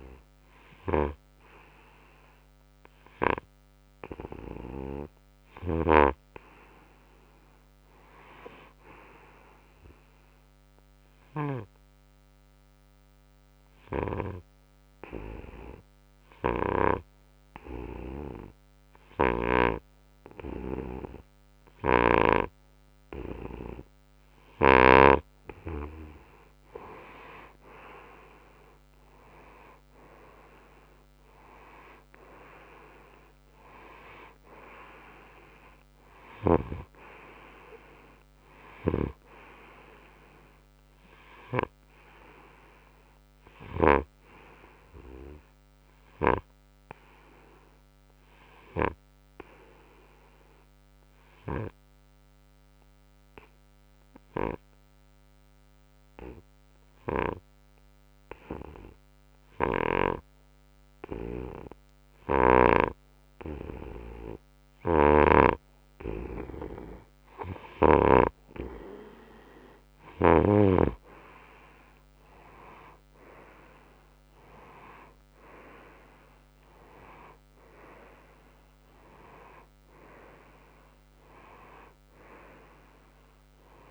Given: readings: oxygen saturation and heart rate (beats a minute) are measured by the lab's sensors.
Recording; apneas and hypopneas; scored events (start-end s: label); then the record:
breathing in sleep by a microphone on the trachea; 2
10.50-25.50 s: hypopnea (oxygen 96% before, 92% lowest, heart rate 65 before, 62 extreme, up 5 after)
28.00-32.50 s: arousal
48.00-62.00 s: obstructive apnea (oxygen 95% before, 92% lowest, heart rate 66 before, 60 extreme, up 4 after)
65.00-68.50 s: snoring (device-marked)
65.50-69.00 s: arousal
76.50-83.91 s: oxygen desaturation (device-marked, oxygen 96% before, 92% lowest, heart rate 63 before, 59 extreme)
From the record:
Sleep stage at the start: N2 (light sleep); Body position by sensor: on the right side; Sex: male